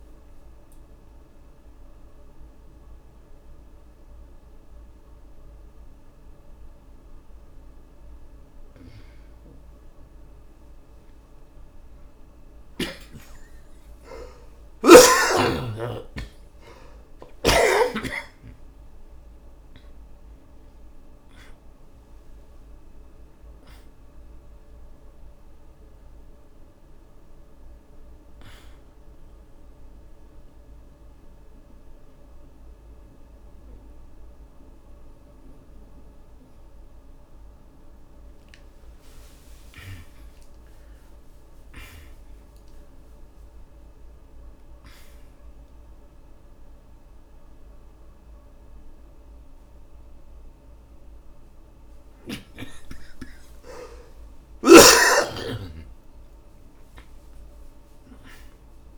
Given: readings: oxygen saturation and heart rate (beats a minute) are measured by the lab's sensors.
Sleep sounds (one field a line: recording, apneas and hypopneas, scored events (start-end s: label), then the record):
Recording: breathing in sleep by a room microphone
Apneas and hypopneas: 1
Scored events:
0.00-3.00 s: oxygen desaturation (device-marked, oxygen 92% lowest, heart rate 77 extreme)
5.00-16.00 s: oxygen desaturation (device-marked, oxygen 96% before, 89% lowest, heart rate 78 before, 56 extreme)
12.50-16.00 s: snoring (device-marked)
14.00-18.50 s: arousal
29.00-39.50 s: obstructive apnea (oxygen 96% before, 80% lowest, heart rate 87 before, 56 extreme, up 60 after)
40.00-44.00 s: arousal
46.00-58.00 s: oxygen desaturation (device-marked, oxygen 96% before, 84% lowest, heart rate 75 before, 42 extreme)
51.00-58.97 s: new sleep stage, N2 (light sleep)
From the record:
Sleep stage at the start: N1 (lightest sleep)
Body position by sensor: on the back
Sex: male